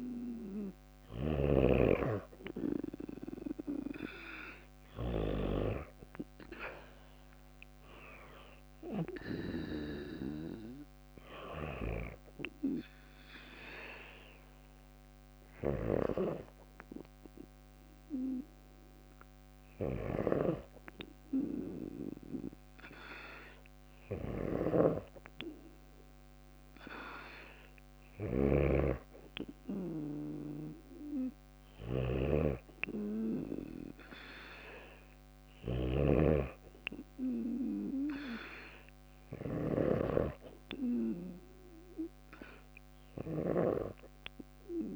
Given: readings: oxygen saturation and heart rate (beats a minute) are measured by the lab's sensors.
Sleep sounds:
breathing in sleep by a microphone on the trachea; none
0.00-1.50 s: arousal
0.00-4.50 s: snoring (device-marked)
3.00-29.00 s: oxygen desaturation (device-marked, oxygen 96% before, 92% lowest, heart rate 58 before, 54 extreme)
14.50-44.95 s: snoring (device-marked)
From the record:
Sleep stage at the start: N2 (light sleep); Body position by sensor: on the back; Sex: female

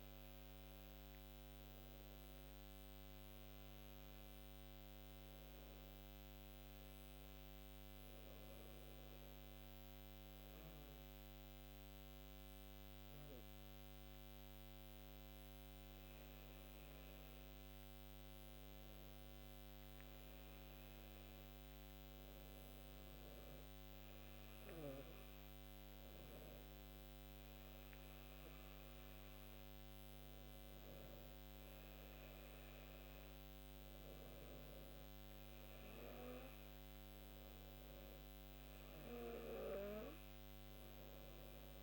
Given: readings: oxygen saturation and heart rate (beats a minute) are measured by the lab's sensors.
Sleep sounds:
breathing in sleep, hard to hear, by a microphone on the trachea; 1
5.50-17.50 s: obstructive apnea (oxygen 99% before, 97% lowest, heart rate 56 before, 54 extreme, up 19 after)
19.00-22.50 s: arousal
From the record:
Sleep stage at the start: N2 (light sleep); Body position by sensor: on the back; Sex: female

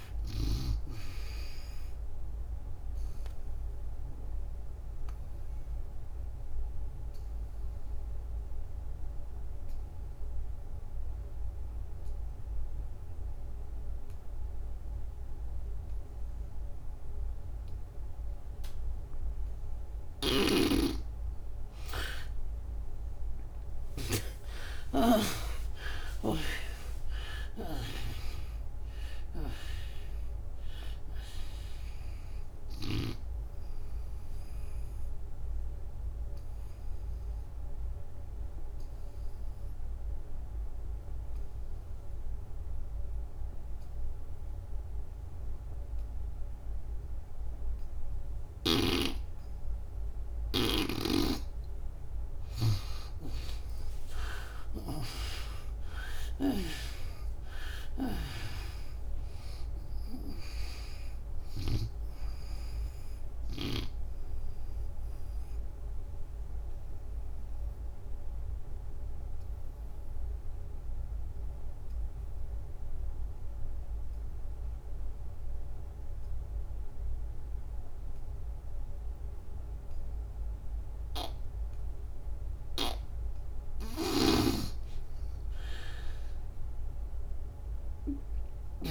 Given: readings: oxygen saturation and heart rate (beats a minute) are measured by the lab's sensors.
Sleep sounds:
breathing in sleep by a room microphone; 3
0.00-20.50 s: oxygen desaturation (device-marked, oxygen 81% lowest, heart rate 64 extreme)
3.00-20.00 s: obstructive apnea (oxygen 97% before, 75% lowest, heart rate 71 before, 64 extreme, up 38 after)
20.00-26.00 s: snoring (device-marked)
23.00-28.00 s: arousal
25.50-45.50 s: oxygen desaturation (device-marked, oxygen 95% before, 75% lowest, heart rate 73 before, 65 extreme)
34.00-50.50 s: obstructive apnea (oxygen 95% before, 75% lowest, heart rate 82 before, 65 extreme, up 30 after)
53.00-57.50 s: arousal
58.50-74.50 s: oxygen desaturation (device-marked, oxygen 98% before, 78% lowest, heart rate 73 before, 66 extreme)
65.00-83.00 s: obstructive apnea (oxygen 98% before, 75% lowest, heart rate 81 before, 66 extreme, up 30 after)
76.50-88.91 s: oxygen desaturation (device-marked, oxygen 98% before, 75% lowest, heart rate 84 before, 65 extreme)
83.50-88.91 s: snoring (device-marked)
86.00-88.91 s: arousal
From the record:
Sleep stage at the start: N2 (light sleep); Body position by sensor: on the back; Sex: female

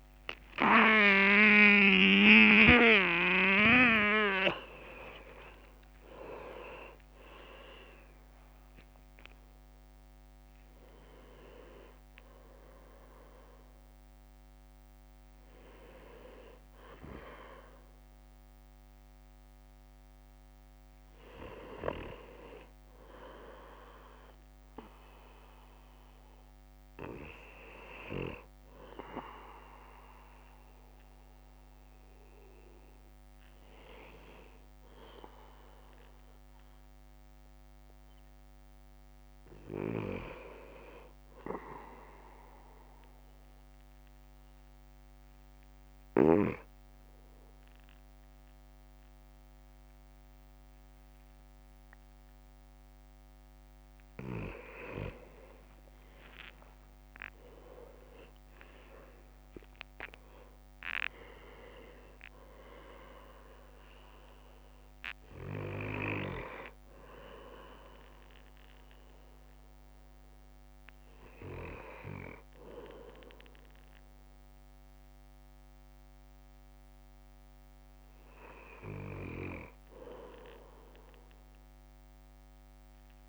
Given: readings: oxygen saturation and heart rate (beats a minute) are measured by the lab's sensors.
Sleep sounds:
breathing in sleep by a microphone on the trachea; 1
0.00-4.00 s: arousal
0.00-5.50 s: leg movement (device-marked)
0.50-15.50 s: drop in pulse transit time (device-marked)
5.00-7.00 s: long interval between heartbeats (device-marked)
37.50-40.00 s: arousal
43.00-55.00 s: hypopnea (oxygen 100% before, 97% lowest, heart rate 54 before, 52 extreme, up 14 after)
55.50-59.00 s: arousal
56.50-59.00 s: leg movement (device-marked)
56.50-67.50 s: drop in pulse transit time (device-marked, heart rate 56 before, 56 extreme)
From the record:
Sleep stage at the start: N2 (light sleep); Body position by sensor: on the back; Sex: male

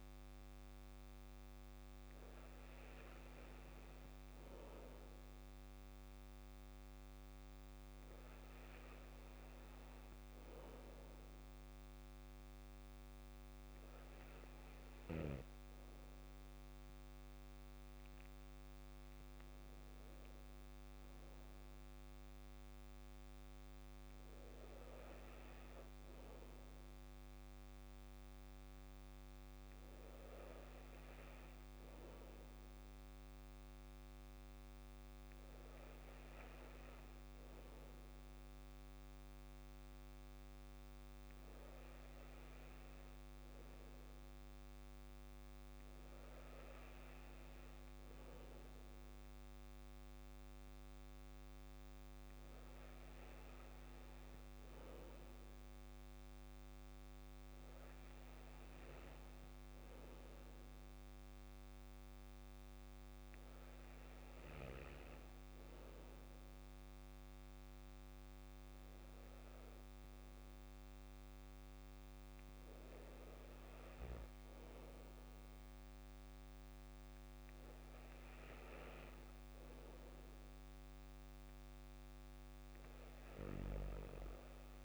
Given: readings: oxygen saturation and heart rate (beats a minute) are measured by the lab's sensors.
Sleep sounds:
breathing in sleep, hard to hear, by a microphone on the trachea; none
none scored
From the record:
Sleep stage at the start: N2 (light sleep); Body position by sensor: on the back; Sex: male

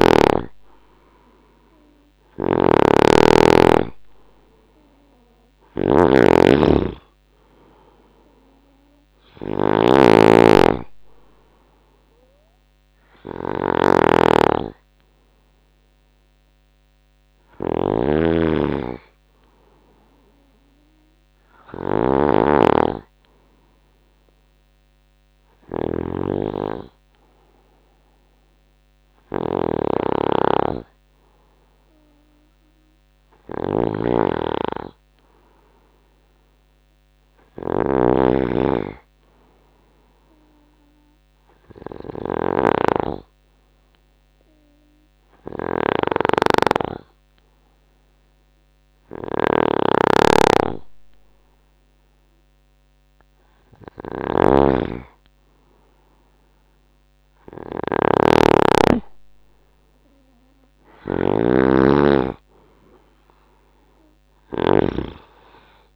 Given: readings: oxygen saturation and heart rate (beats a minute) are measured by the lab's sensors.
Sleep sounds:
breathing in sleep by a microphone on the trachea; 1
0.00-65.96 s: snoring (device-marked)
36.00-39.00 s: arousal
41.50-53.50 s: hypopnea (oxygen 97% before, 86% lowest, heart rate 74 before, 69 extreme, up 9 after)
56.00-60.50 s: arousal
From the record:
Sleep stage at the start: N2 (light sleep); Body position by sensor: on the right side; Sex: male

